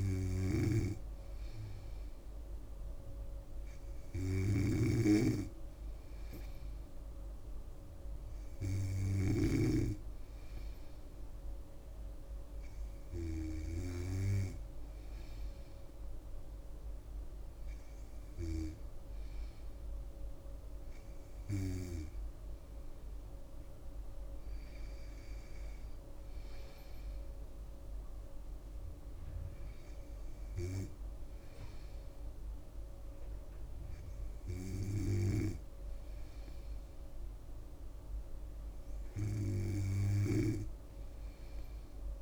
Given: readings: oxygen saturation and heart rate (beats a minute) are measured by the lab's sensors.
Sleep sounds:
breathing in sleep by a room microphone; none
0.00-10.00 s: snoring (device-marked)
From the record:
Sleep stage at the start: N3 (deep sleep); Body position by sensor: on the back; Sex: female

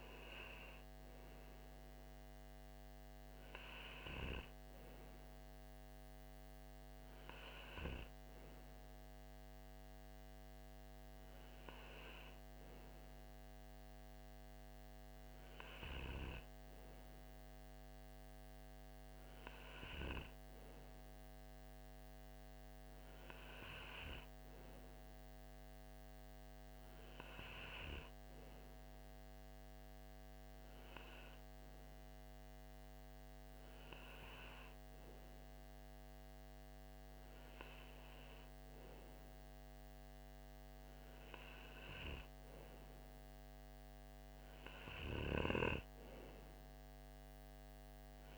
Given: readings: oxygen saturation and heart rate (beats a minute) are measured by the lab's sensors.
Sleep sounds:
breathing in sleep by a microphone on the trachea; none
none scored
From the record:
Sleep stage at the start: N2 (light sleep); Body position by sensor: on the right side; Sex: male

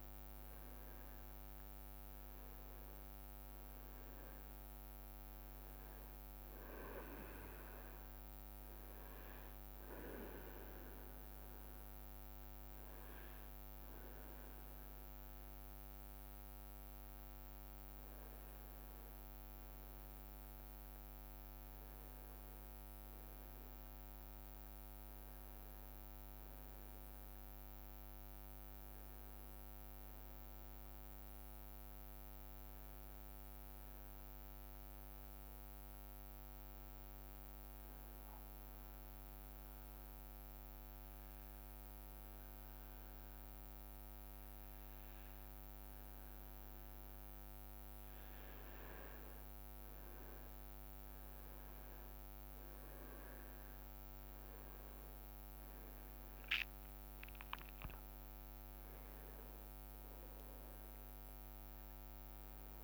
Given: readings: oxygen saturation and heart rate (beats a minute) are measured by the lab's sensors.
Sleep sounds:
breathing in sleep, hard to hear, by a microphone on the trachea; 2
0.00-2.00 s: arousal
0.00-20.00 s: oxygen desaturation (device-marked, oxygen 95% lowest, heart rate 60 extreme)
7.50-18.00 s: hypopnea (oxygen 99% before, 93% lowest, heart rate 65 before, 60 extreme, up 4 after)
15.50-17.00 s: leg movement (device-marked)
22.00-27.00 s: arousal
35.00-47.00 s: obstructive apnea (oxygen 99% before, 93% lowest, heart rate 65 before, 60 extreme, up 9 after)
53.00-57.50 s: arousal
54.00-62.84 s: oxygen desaturation (device-marked, oxygen 99% before, 93% lowest, heart rate 62 before, 61 extreme)
From the record:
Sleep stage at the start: N2 (light sleep); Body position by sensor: on the back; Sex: male

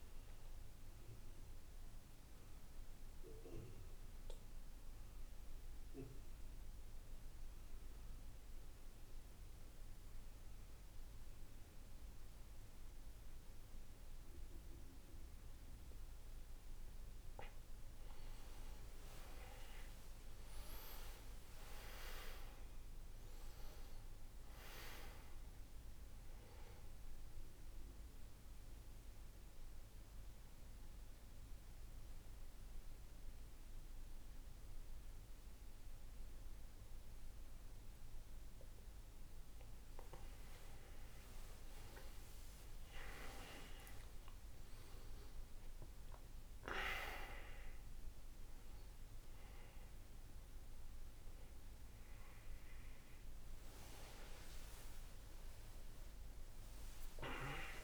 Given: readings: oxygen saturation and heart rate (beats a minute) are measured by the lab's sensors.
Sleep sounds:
breathing in sleep by a room microphone; 2
0.50-16.50 s: central apnea (oxygen 97% before, 92% lowest, heart rate 72 before, 58 extreme, up 10 after)
18.00-22.50 s: arousal
21.50-36.50 s: oxygen desaturation (device-marked, oxygen 98% before, 92% lowest, heart rate 74 before, 57 extreme)
27.50-41.00 s: mixed apnea (oxygen 98% before, 91% lowest, heart rate 74 before, 57 extreme, up 29 after)
42.50-46.50 s: arousal
From the record:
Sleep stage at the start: N2 (light sleep); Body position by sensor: on the right side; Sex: male

